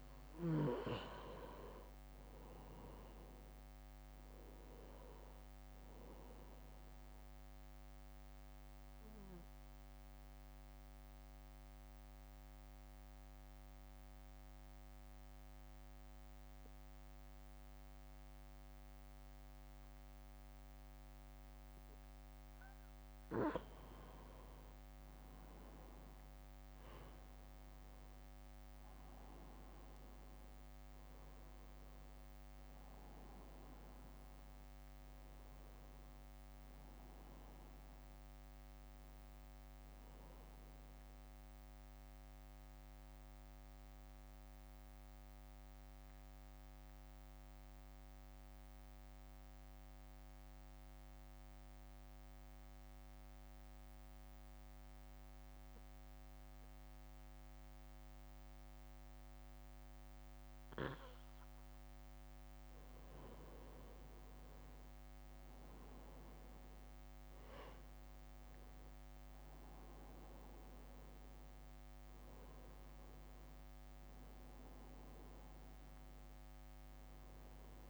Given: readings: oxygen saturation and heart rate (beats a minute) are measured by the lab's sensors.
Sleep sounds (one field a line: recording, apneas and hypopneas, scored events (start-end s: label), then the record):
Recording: breathing in sleep, hard to hear, by a microphone on the trachea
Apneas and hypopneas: 2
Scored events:
9.50-23.00 s: mixed apnea (oxygen 96% before, 90% lowest, heart rate 60 before, 57 extreme, up 3 after)
27.00-32.00 s: arousal
27.50-42.50 s: drop in pulse transit time (device-marked, heart rate 61 before, 57 extreme)
27.50-54.50 s: oxygen desaturation (device-marked, oxygen 94% before, 90% lowest, heart rate 61 before, 57 extreme)
41.50-63.00 s: mixed apnea (oxygen 94% before, 90% lowest, heart rate 61 before, 59 extreme, up 0 after)
65.00-70.00 s: arousal
67.50-77.90 s: drop in pulse transit time (device-marked, heart rate 63 before, 59 extreme)
67.50-77.90 s: oxygen desaturation (device-marked, oxygen 96% before, 91% lowest, heart rate 63 before, 57 extreme)
From the record:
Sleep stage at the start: N2 (light sleep)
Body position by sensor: on the back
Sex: male